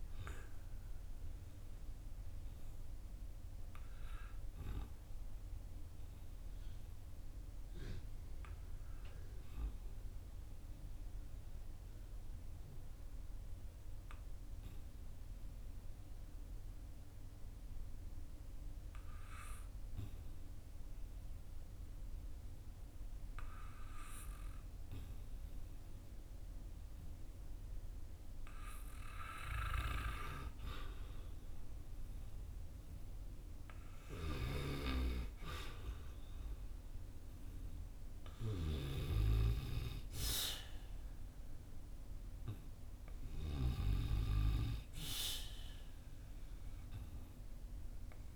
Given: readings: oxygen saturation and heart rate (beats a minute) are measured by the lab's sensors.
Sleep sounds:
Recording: breathing in sleep by a room microphone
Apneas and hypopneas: 1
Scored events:
0.00-19.00 s: oxygen desaturation (device-marked, oxygen 89% lowest, heart rate 39 extreme)
2.00-30.00 s: obstructive apnea (oxygen 97% before, 89% lowest, heart rate 58 before, 39 extreme, up 5 after)
32.00-36.00 s: arousal
40.00-48.35 s: oxygen desaturation (device-marked, oxygen 96% before, 90% lowest, heart rate 55 before, 49 extreme)
From the record:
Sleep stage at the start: N2 (light sleep)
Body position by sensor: on the back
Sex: male

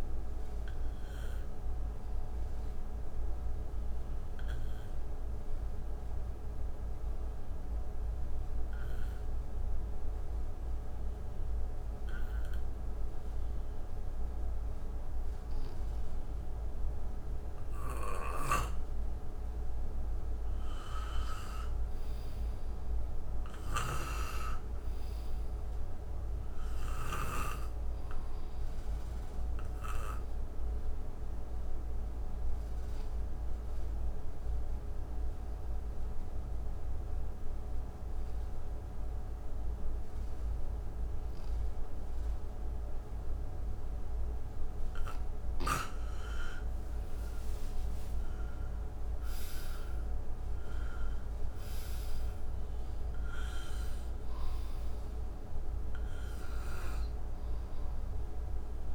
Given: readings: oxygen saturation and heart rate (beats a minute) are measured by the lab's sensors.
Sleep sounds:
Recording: breathing in sleep by a room microphone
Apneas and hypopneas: 2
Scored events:
0.00-7.50 s: oxygen desaturation (device-marked, oxygen 86% lowest, heart rate 57 extreme)
2.00-17.00 s: obstructive apnea (oxygen 95% before, 88% lowest, heart rate 78 before, 60 extreme, up 8 after)
18.50-22.50 s: arousal
22.50-37.50 s: oxygen desaturation (device-marked, oxygen 96% before, 89% lowest, heart rate 62 before, 60 extreme)
29.00-44.00 s: obstructive apnea (oxygen 98% before, 88% lowest, heart rate 65 before, 60 extreme, up 17 after)
46.00-50.50 s: arousal
49.50-58.95 s: oxygen desaturation (device-marked, oxygen 94% before, 88% lowest, heart rate 68 before, 60 extreme)
From the record:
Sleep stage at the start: N2 (light sleep)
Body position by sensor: on the right side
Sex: male

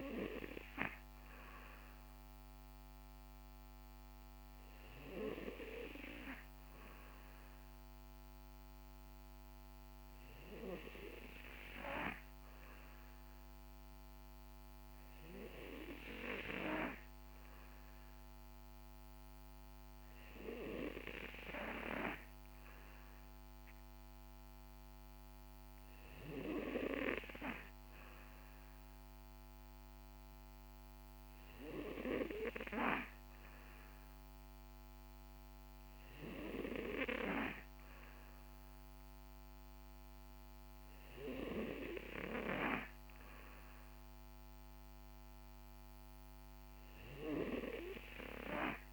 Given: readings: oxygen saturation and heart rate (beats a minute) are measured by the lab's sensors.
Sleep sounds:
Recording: breathing in sleep by a microphone on the trachea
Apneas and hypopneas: none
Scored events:
none scored
From the record:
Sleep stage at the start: N2 (light sleep)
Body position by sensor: on the back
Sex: male

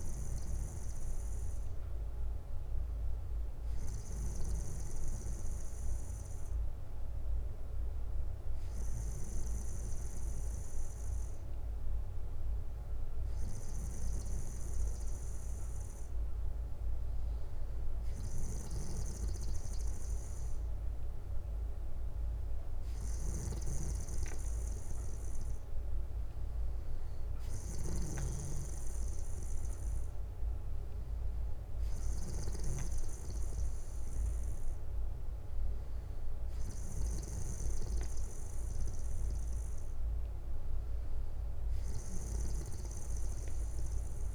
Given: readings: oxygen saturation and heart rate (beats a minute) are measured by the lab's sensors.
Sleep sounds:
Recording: breathing in sleep by a room microphone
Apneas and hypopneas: none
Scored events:
0.50-2.50 s: bradycardia (device-marked, heart rate 61 before, 62 extreme)
9.50-11.50 s: bradycardia (device-marked, heart rate 61 before, 61 extreme)
19.50-21.50 s: bradycardia (device-marked, heart rate 61 before, 61 extreme)
22.50-24.50 s: bradycardia (device-marked, heart rate 61 before, 57 extreme)
31.50-33.50 s: bradycardia (device-marked, heart rate 61 before, 68 extreme)
41.50-43.50 s: bradycardia (device-marked, heart rate 61 before, 61 extreme)
From the record:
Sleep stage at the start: N2 (light sleep)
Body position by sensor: on the back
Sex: male

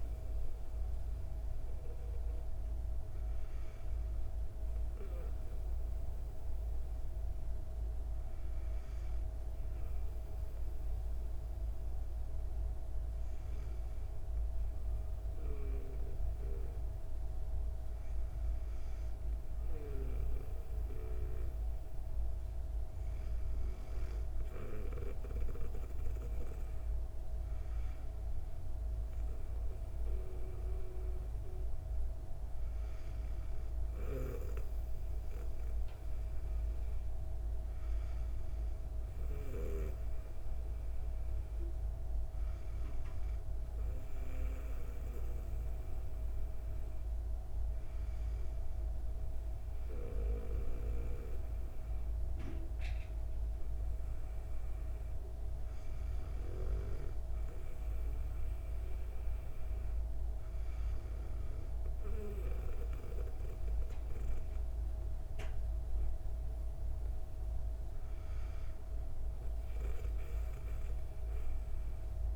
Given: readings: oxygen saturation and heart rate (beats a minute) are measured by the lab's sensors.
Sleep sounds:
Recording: breathing in sleep by a room microphone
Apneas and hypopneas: none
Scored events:
none scored
From the record:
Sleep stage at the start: N2 (light sleep)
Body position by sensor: on the back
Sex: female

